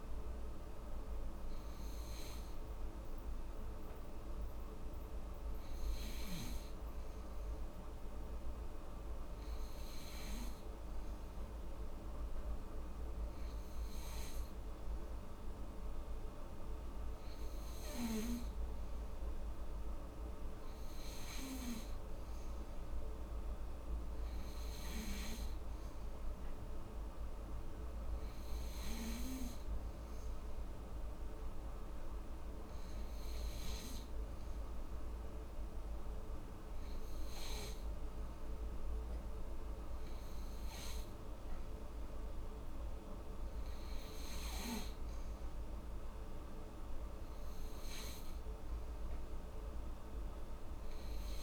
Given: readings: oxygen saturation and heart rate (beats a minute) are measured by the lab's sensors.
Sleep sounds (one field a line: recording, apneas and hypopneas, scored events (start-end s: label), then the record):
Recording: breathing in sleep, hard to hear, by a room microphone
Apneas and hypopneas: 1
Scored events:
0.50-15.50 s: hypopnea (oxygen 95% before, 94% lowest, heart rate 81 before, 73 extreme, up 3 after)
18.00-21.00 s: arousal
From the record:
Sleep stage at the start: N2 (light sleep)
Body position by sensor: on the back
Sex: female